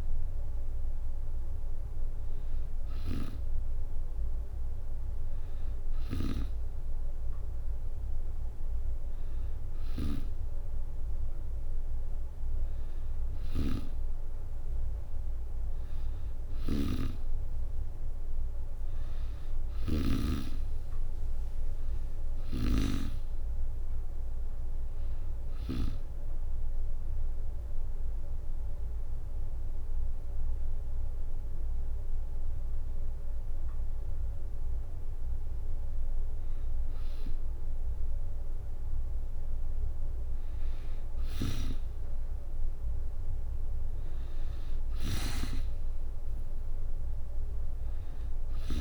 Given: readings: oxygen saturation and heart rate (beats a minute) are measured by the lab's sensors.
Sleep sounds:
breathing in sleep by a room microphone; 1
5.50-20.00 s: snoring (device-marked)
18.00-21.00 s: arousal
18.50-31.50 s: drop in pulse transit time (device-marked, heart rate 70 before, 67 extreme)
25.50-36.50 s: hypopnea (oxygen 95% before, 93% lowest, heart rate 72 before, 63 extreme, up 5 after)
37.50-40.00 s: arousal
44.50-48.50 s: snoring (device-marked)
44.50-48.81 s: oxygen desaturation (device-marked, oxygen 96% before, 93% lowest, heart rate 67 before, 64 extreme)
From the record:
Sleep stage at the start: N2 (light sleep); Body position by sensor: on the back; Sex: female

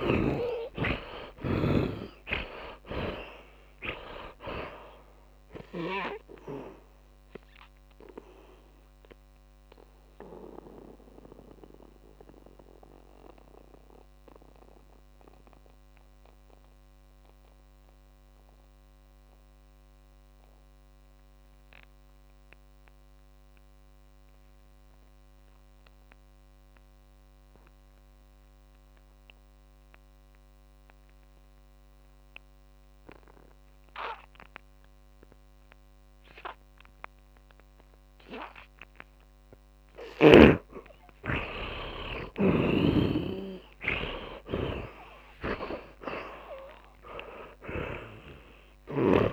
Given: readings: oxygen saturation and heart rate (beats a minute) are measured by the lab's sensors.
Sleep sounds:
breathing in sleep by a microphone on the trachea; 1
0.00-3.50 s: snoring (device-marked)
0.00-4.00 s: arousal
0.00-29.00 s: oxygen desaturation (device-marked, oxygen 75% lowest)
11.00-37.00 s: mixed apnea (oxygen 100% before, 75% lowest)
40.50-45.00 s: arousal
41.00-49.33 s: oxygen desaturation (device-marked, oxygen 100% before, 76% lowest)
From the record:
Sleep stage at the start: N2 (light sleep); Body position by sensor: on the back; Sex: male

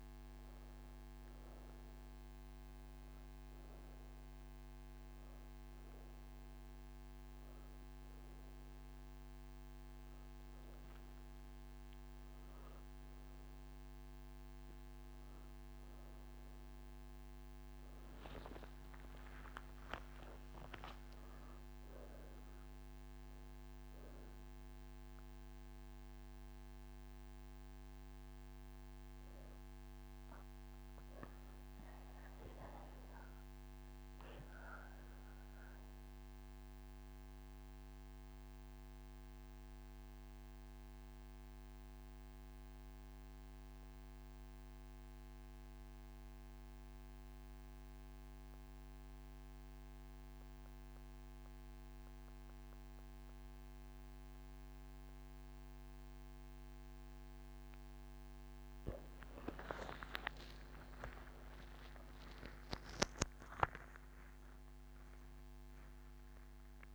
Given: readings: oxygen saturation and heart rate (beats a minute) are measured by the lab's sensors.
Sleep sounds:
breathing in sleep by a microphone on the trachea; none
10.00-23.00 s: oxygen desaturation (device-marked, oxygen 96% before, 91% lowest)
60.00-66.95 s: oxygen desaturation (device-marked, oxygen 99% before, 94% lowest)
From the record:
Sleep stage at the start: N1 (lightest sleep); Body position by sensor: on the right side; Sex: female

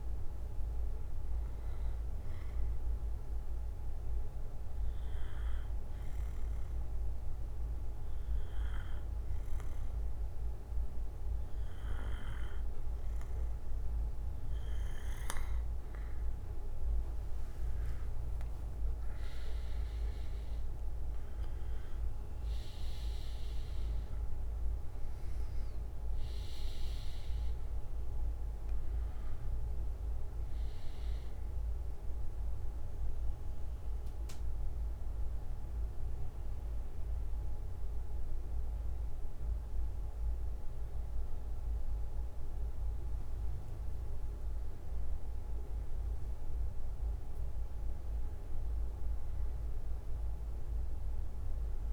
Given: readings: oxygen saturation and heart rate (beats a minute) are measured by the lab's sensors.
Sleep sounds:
breathing in sleep, hard to hear, by a room microphone; 2
3.00-17.00 s: obstructive apnea (oxygen 96% before, 92% lowest, heart rate 58 before, 50 extreme, up 16 after)
11.50-33.50 s: oxygen desaturation (device-marked, oxygen 96% before, 92% lowest, heart rate 61 before, 46 extreme)
19.50-23.00 s: arousal
30.50-32.50 s: bradycardia (device-marked, heart rate 62 before, 69 extreme)
33.00-46.50 s: mixed apnea (oxygen 96% before, 92% lowest, heart rate 68 before, 45 extreme, up 13 after)
33.50-43.50 s: bradycardia (device-marked, heart rate 62 before, 50 extreme)
48.50-51.93 s: bradycardia (device-marked, heart rate 61 before, 46 extreme)
49.50-51.93 s: arousal
From the record:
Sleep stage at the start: N2 (light sleep); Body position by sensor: on the back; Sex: male

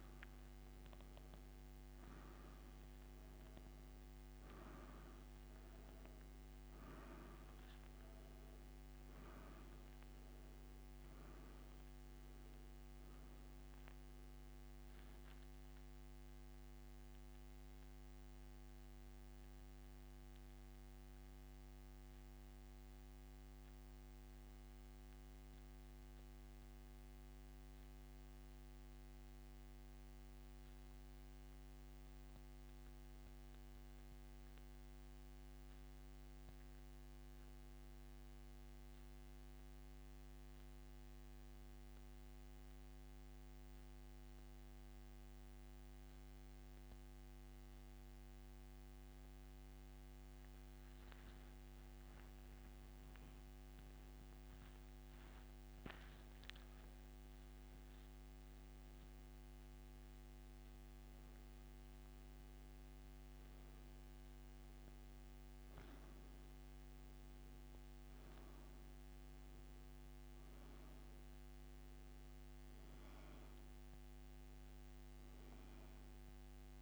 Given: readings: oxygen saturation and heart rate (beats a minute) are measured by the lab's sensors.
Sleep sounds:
breathing in sleep, hard to hear, by a microphone on the trachea; 1
17.50-50.50 s: oxygen desaturation (device-marked, oxygen 96% before, 84% lowest, heart rate 86 before, 68 extreme)
25.00-51.50 s: central apnea (oxygen 97% before, 84% lowest, heart rate 87 before, 68 extreme, up 45 after)
53.00-57.50 s: arousal
From the record:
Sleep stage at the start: N2 (light sleep); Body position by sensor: on the back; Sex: male

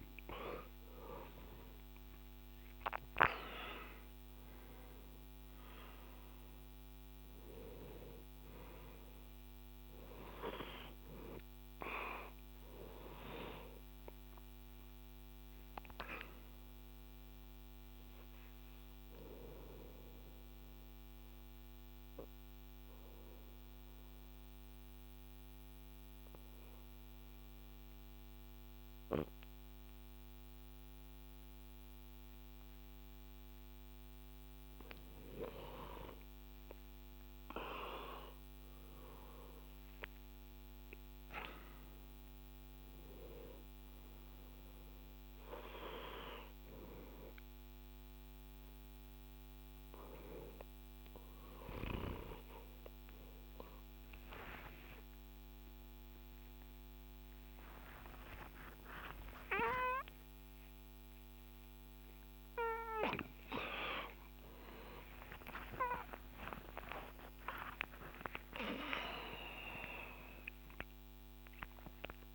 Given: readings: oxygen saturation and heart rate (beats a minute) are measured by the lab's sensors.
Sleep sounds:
a person partly awake in a sleep study, by a microphone on the trachea; 1
0.00-2.50 s: arousal
0.00-33.50 s: oxygen desaturation (device-marked, oxygen 89% lowest, heart rate 56 extreme)
17.00-33.00 s: obstructive apnea (oxygen 96% before, 89% lowest, heart rate 75 before, 56 extreme, up 17 after)
48.50-72.35 s: new sleep stage, awake
55.50-58.50 s: tachycardia (device-marked, heart rate 66 before, 98 extreme)
65.50-67.50 s: tachycardia (device-marked, heart rate 67 before, 99 extreme)
From the record:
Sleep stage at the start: N2 (light sleep); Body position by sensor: on the back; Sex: male

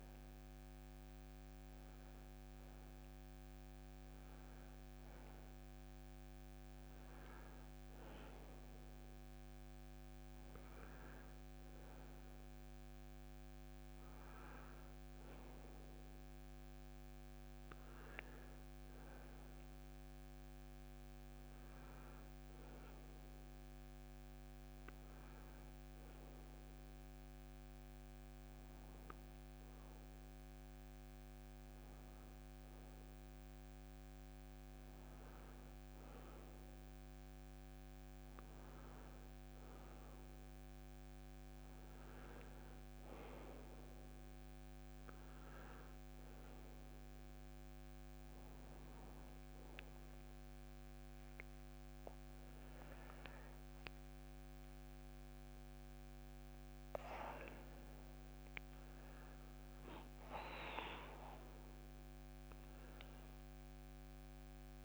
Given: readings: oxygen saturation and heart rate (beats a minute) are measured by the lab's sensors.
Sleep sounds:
breathing in sleep, hard to hear, by a microphone on the trachea; none
none scored
From the record:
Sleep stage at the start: N1 (lightest sleep); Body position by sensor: on the right side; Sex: male

